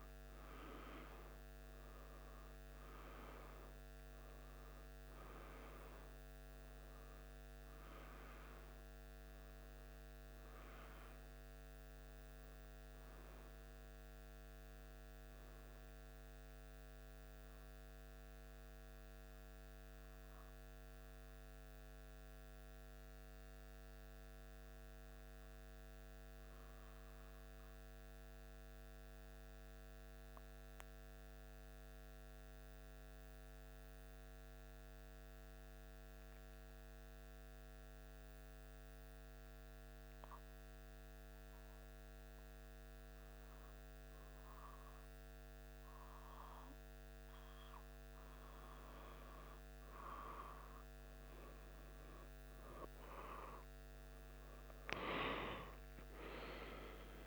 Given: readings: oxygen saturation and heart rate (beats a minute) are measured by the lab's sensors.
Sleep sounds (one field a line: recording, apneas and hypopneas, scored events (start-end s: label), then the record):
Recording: breathing in sleep by a microphone on the trachea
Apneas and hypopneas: 1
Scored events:
19.00-47.50 s: obstructive apnea (oxygen 95% before, 94% lowest, heart rate 77 before, 75 extreme, up 0 after)
50.50-55.00 s: arousal
From the record:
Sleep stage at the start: N2 (light sleep)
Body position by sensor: on the back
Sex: male